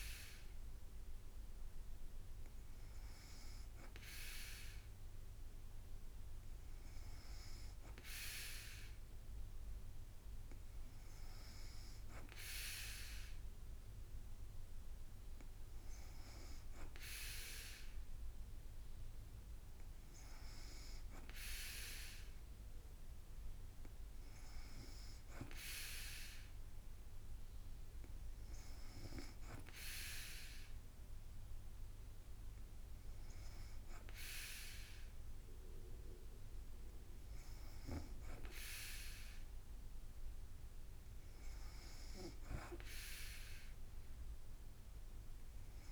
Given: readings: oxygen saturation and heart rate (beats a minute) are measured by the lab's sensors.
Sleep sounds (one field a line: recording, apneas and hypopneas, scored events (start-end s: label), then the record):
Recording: breathing in sleep by a room microphone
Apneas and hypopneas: none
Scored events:
none scored
From the record:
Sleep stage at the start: N2 (light sleep)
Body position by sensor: on the back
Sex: female